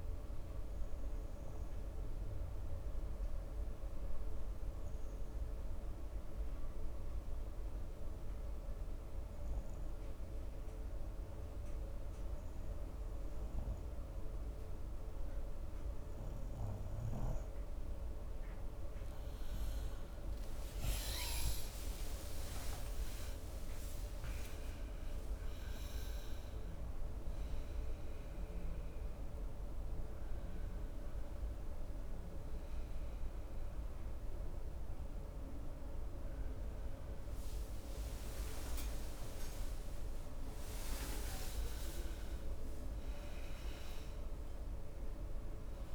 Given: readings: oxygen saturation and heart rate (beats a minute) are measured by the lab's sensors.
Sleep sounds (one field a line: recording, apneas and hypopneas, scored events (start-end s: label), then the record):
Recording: breathing in sleep, hard to hear, by a room microphone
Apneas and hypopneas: 1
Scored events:
2.50-15.00 s: hypopnea (oxygen 97% before, 93% lowest, heart rate 68 before, 65 extreme, up 6 after)
21.00-25.00 s: arousal
22.00-37.00 s: oxygen desaturation (device-marked, oxygen 96% before, 93% lowest, heart rate 66 before, 67 extreme)
From the record:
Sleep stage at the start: N2 (light sleep)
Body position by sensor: on the right side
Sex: male